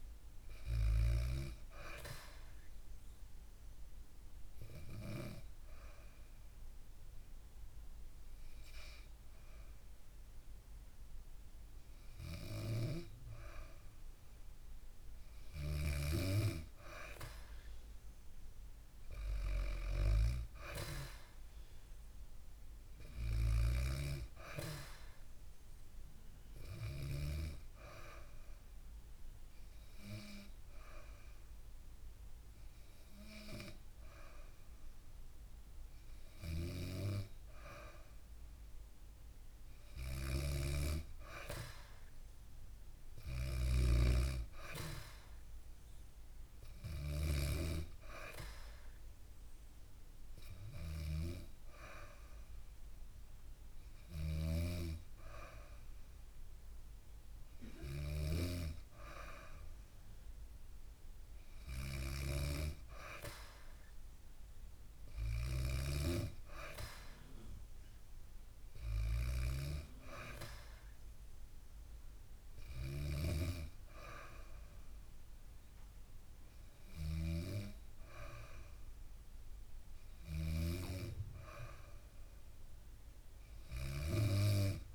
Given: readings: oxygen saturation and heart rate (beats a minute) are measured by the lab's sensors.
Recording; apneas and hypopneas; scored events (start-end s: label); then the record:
breathing in sleep by a room microphone; 2
2.50-9.50 s: bradycardia (device-marked, heart rate 66 before, 57 extreme)
3.50-14.50 s: hypopnea (oxygen 97% before, 94% lowest, heart rate 61 before, 58 extreme, up 6 after)
17.00-20.50 s: arousal
22.50-26.50 s: snoring (device-marked)
26.50-36.50 s: hypopnea (oxygen 97% before, 94% lowest, heart rate 61 before, 63 extreme, up 2 after)
35.50-80.00 s: snoring (device-marked)
44.50-49.00 s: arousal
From the record:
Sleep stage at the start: N2 (light sleep); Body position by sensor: on the back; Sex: female